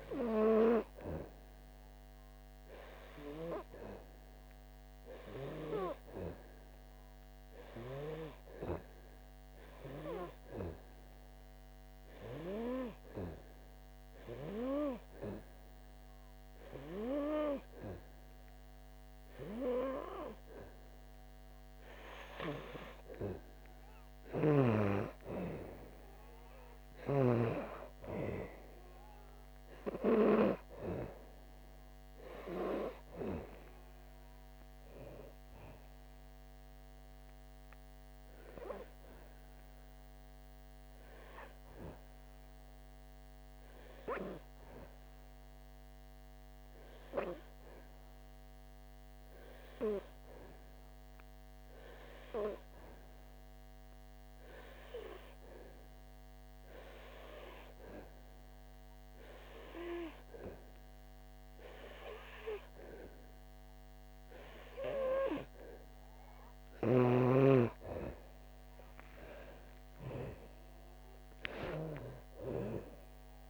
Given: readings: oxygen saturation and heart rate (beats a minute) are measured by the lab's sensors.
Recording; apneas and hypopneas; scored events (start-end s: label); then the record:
breathing in sleep by a microphone on the trachea; 2
0.00-6.50 s: oxygen desaturation (device-marked, oxygen 92% lowest, heart rate 67 extreme)
6.50-22.50 s: hypopnea (oxygen 97% before, 90% lowest, heart rate 65 before, 62 extreme, up 2 after)
16.50-25.50 s: oxygen desaturation (device-marked, oxygen 98% before, 93% lowest, heart rate 67 before, 61 extreme)
25.00-28.50 s: arousal
45.00-67.00 s: hypopnea (oxygen 97% before, 90% lowest, heart rate 68 before, 58 extreme, up 6 after)
68.50-73.50 s: oxygen desaturation (device-marked, oxygen 97% before, 90% lowest, heart rate 66 before, 49 extreme)
69.00-72.50 s: arousal
From the record:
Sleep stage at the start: N2 (light sleep); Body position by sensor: on the back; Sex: female